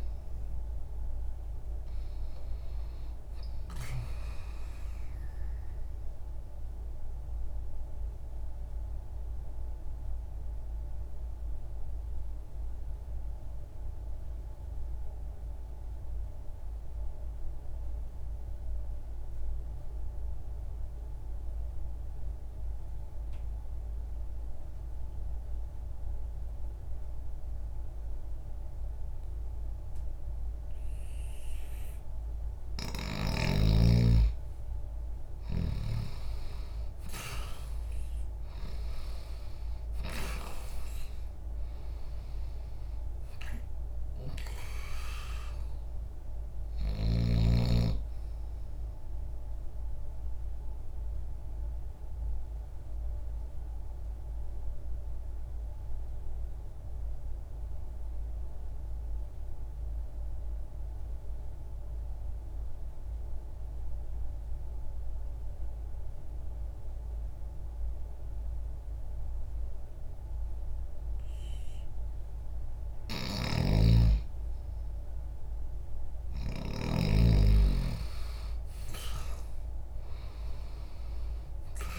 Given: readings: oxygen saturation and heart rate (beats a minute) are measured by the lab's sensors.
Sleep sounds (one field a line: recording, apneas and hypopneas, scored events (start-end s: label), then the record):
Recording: breathing in sleep by a room microphone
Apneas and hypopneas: 2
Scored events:
0.00-26.50 s: oxygen desaturation (device-marked, oxygen 79% lowest, heart rate 60 extreme)
7.00-33.00 s: obstructive apnea (oxygen 97% before, 79% lowest, heart rate 61 before, 60 extreme, up 0 after)
35.50-39.50 s: arousal
40.50-70.50 s: oxygen desaturation (device-marked, oxygen 96% before, 84% lowest, heart rate 60 before, 60 extreme)
49.50-72.50 s: obstructive apnea (oxygen 97% before, 81% lowest, heart rate 60 before, 60 extreme, up 0 after)
72.50-81.99 s: oxygen desaturation (device-marked, oxygen 97% before, 81% lowest, heart rate 60 before, 60 extreme)
73.00-77.00 s: snoring (device-marked)
75.50-80.50 s: arousal
From the record:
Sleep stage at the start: N2 (light sleep)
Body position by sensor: on the left side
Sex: male